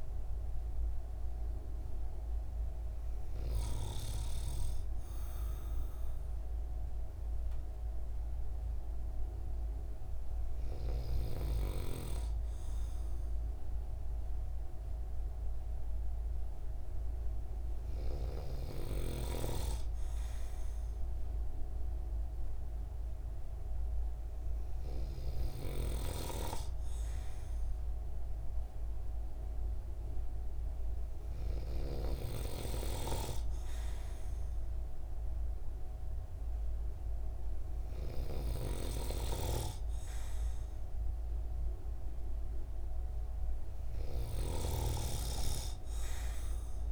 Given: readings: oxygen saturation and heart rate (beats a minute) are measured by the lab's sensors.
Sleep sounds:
breathing in sleep by a room microphone; none
20.50-46.92 s: new sleep stage, N2 (light sleep)
From the record:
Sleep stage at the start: REM sleep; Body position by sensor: on the right side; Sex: male

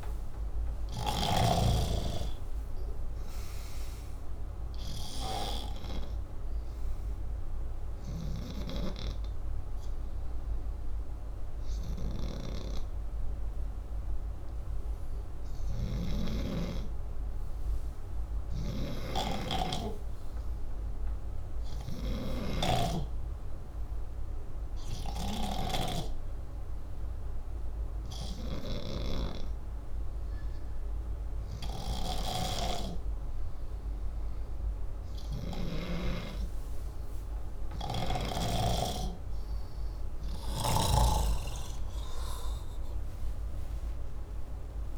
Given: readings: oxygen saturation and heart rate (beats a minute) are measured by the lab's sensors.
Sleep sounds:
breathing in sleep by a room microphone; none
15.50-25.50 s: snoring (device-marked)
39.50-44.98 s: arousal
From the record:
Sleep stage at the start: N2 (light sleep); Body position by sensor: upright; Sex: male

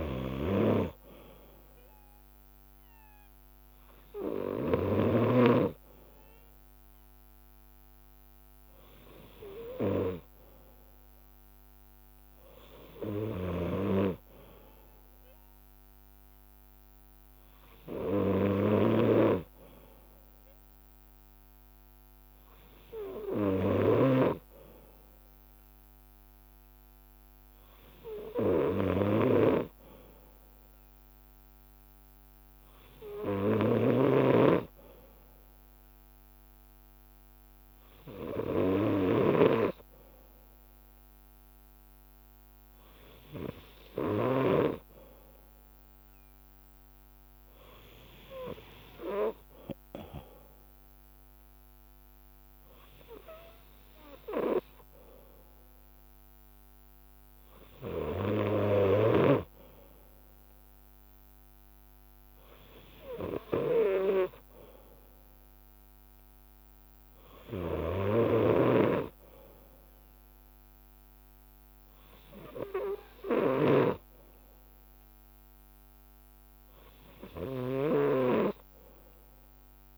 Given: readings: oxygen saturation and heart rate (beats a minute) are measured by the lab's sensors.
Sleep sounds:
breathing in sleep by a microphone on the trachea; none
0.00-79.97 s: bradycardia (device-marked, heart rate 57 extreme)
11.50-15.00 s: leg movement (device-marked)
From the record:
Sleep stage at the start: N2 (light sleep); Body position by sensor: on the left side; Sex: male

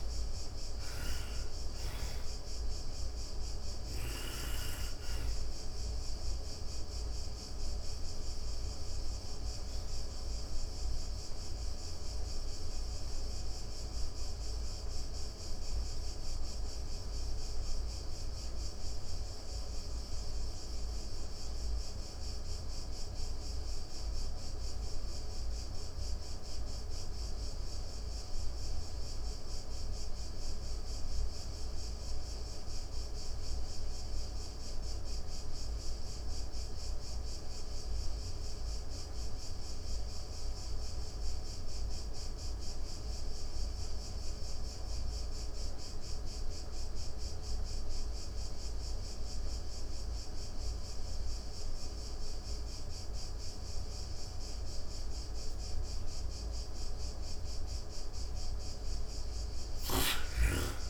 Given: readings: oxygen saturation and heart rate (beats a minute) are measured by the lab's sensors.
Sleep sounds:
breathing in sleep, hard to hear, by a room microphone; 1
0.00-28.00 s: oxygen desaturation (device-marked, oxygen 59% lowest, heart rate 93 extreme)
6.00-56.50 s: obstructive apnea (oxygen 91% before, 57% lowest, heart rate 115 before, 93 extreme, up 18 after)
41.00-60.89 s: oxygen desaturation (device-marked, oxygen 99% before, 57% lowest, heart rate 118 before, 104 extreme)
58.50-60.89 s: arousal
58.50-60.89 s: snoring (device-marked)
From the record:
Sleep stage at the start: N2 (light sleep); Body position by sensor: on the back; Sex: female

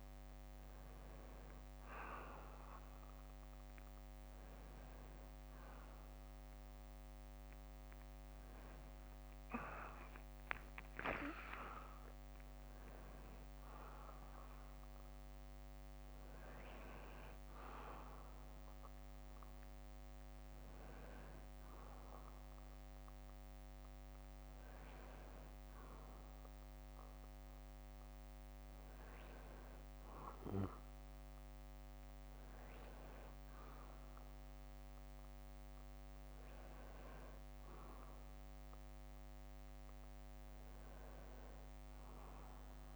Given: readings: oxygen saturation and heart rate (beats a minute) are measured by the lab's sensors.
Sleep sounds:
a person awake in a sleep study, by a microphone on the trachea; none
26.50-42.96 s: new sleep stage, N1 (lightest sleep)
27.50-30.50 s: bradycardia (device-marked, heart rate 64 before, 60 extreme)
37.50-39.50 s: bradycardia (device-marked, heart rate 64 before, 61 extreme)
From the record:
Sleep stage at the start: awake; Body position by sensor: on the back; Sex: male

